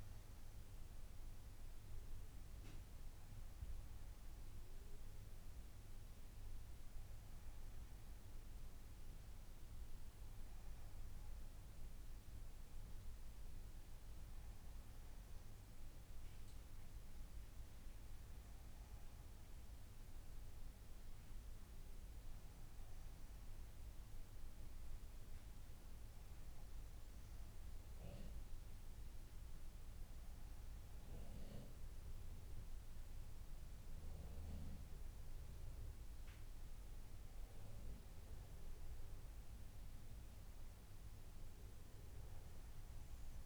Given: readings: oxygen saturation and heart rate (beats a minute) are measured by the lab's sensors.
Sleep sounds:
breathing in sleep, hard to hear, by a room microphone; none
none scored
From the record:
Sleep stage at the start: N2 (light sleep); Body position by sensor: on the front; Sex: female

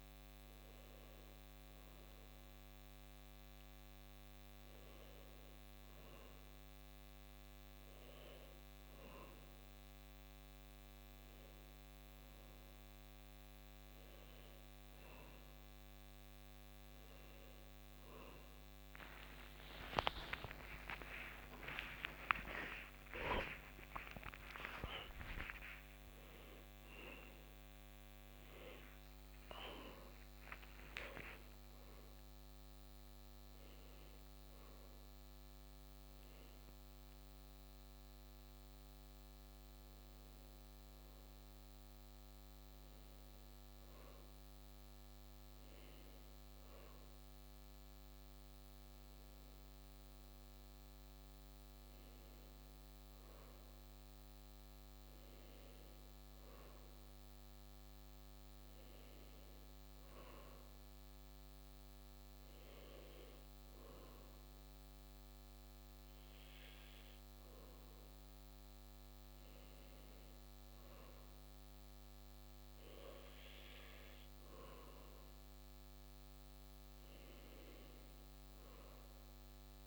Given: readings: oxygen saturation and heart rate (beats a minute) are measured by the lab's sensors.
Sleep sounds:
a person partly awake in a sleep study, by a microphone on the trachea; none
3.00-33.00 s: new sleep stage, awake
33.00-63.00 s: new sleep stage, N1 (lightest sleep)
63.00-79.87 s: new sleep stage, N2 (light sleep)
From the record:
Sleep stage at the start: N1 (lightest sleep); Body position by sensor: on the back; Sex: male

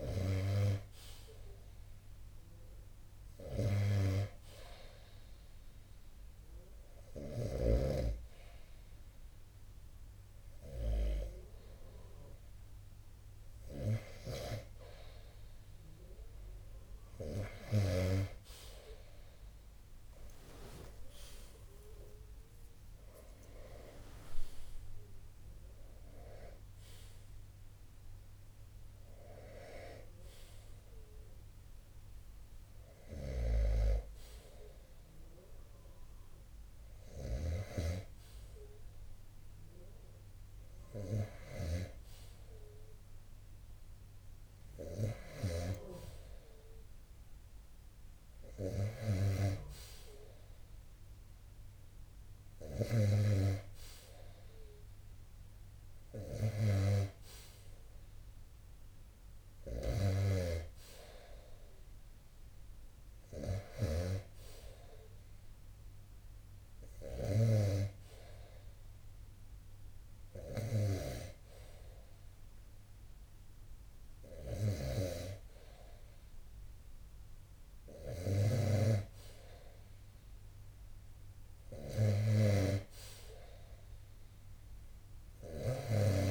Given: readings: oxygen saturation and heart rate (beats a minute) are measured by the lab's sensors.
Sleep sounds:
breathing in sleep by a room microphone; 1
4.00-14.50 s: hypopnea (oxygen 92% before, 90% lowest, heart rate 45 before, 33 extreme, up 25 after)
19.00-23.00 s: arousal
36.00-41.00 s: snoring (device-marked)
73.50-78.00 s: snoring (device-marked)
84.50-86.31 s: snoring (device-marked)
From the record:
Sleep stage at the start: N2 (light sleep); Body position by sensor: on the right side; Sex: male

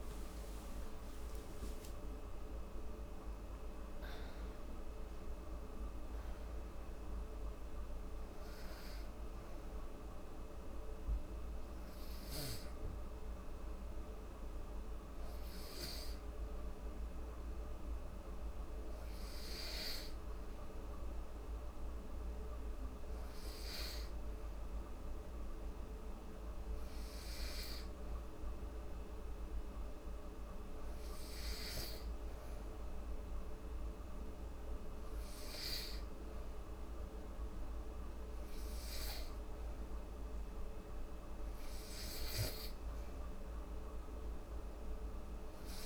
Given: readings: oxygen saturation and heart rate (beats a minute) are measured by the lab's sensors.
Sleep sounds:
breathing in sleep, hard to hear, by a room microphone; 1
0.50-4.50 s: arousal
12.00-30.00 s: hypopnea (oxygen 97% before, 91% lowest, heart rate 80 before, 66 extreme, up 4 after)
29.50-45.86 s: oxygen desaturation (device-marked, oxygen 97% before, 91% lowest, heart rate 69 before, 72 extreme)
31.50-34.50 s: arousal
From the record:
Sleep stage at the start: N2 (light sleep); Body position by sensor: on the back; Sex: female

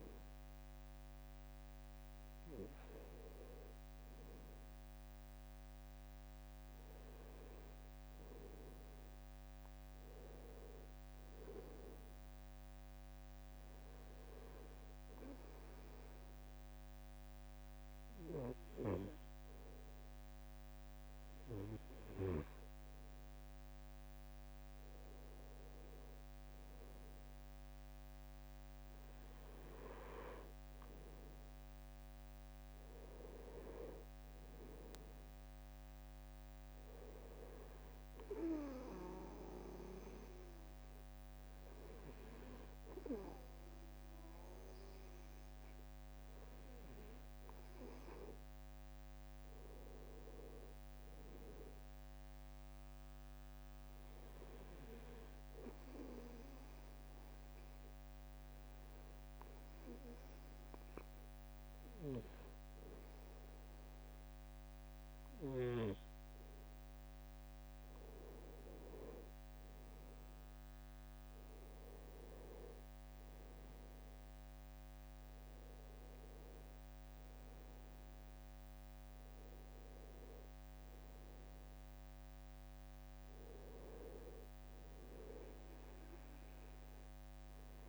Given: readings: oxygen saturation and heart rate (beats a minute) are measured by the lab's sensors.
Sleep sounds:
breathing in sleep by a microphone on the trachea; 2
14.50-25.00 s: obstructive apnea (oxygen 95% before, 90% lowest, heart rate 68 before, 67 extreme, up 5 after)
27.50-31.50 s: arousal
54.50-67.50 s: hypopnea (oxygen 95% before, 90% lowest, heart rate 70 before, 65 extreme, up 5 after)
71.00-87.89 s: oxygen desaturation (device-marked, oxygen 94% before, 90% lowest, heart rate 71 before, 64 extreme)
71.50-75.50 s: arousal
From the record:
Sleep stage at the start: N2 (light sleep); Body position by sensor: on the right side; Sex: male

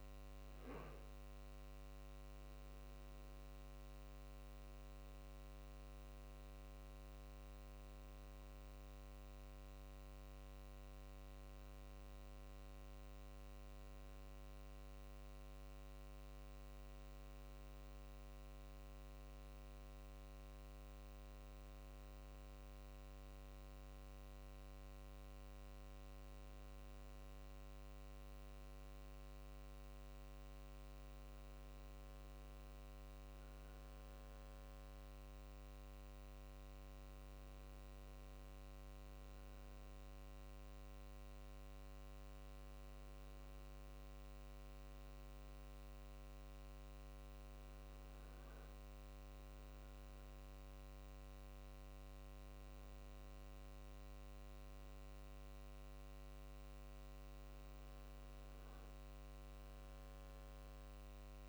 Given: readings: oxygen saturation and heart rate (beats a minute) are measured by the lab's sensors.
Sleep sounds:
a person awake in a sleep study, hard to hear, by a microphone on the trachea; none
none scored
From the record:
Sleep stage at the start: awake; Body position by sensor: on the right side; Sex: male

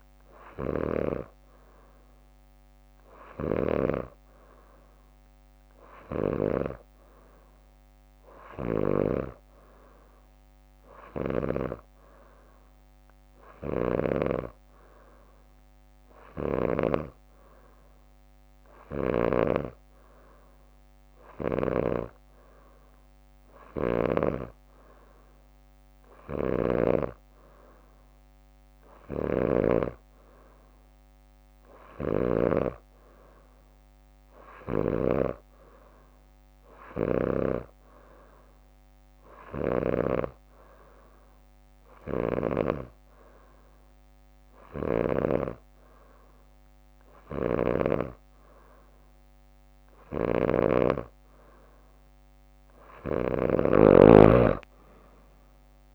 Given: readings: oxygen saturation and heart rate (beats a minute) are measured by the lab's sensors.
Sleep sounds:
breathing in sleep by a microphone on the trachea; none
0.00-3.00 s: leg movement (device-marked)
0.50-4.00 s: snoring (device-marked)
10.50-12.00 s: leg movement (device-marked)
13.50-17.00 s: snoring (device-marked)
19.00-27.00 s: snoring (device-marked)
23.50-28.00 s: leg movement (device-marked)
27.00-40.00 s: drop in pulse transit time (device-marked, heart rate 65 before, 62 extreme)
28.50-30.50 s: leg movement (device-marked)
29.00-32.50 s: snoring (device-marked)
31.50-34.00 s: leg movement (device-marked)
44.50-48.00 s: snoring (device-marked)
47.00-49.00 s: leg movement (device-marked)
49.50-51.50 s: leg movement (device-marked)
50.00-53.50 s: snoring (device-marked)
52.00-55.95 s: new sleep stage, N2 (light sleep)
53.50-55.00 s: leg movement (device-marked)
From the record:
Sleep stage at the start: N3 (deep sleep); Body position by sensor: on the back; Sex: female

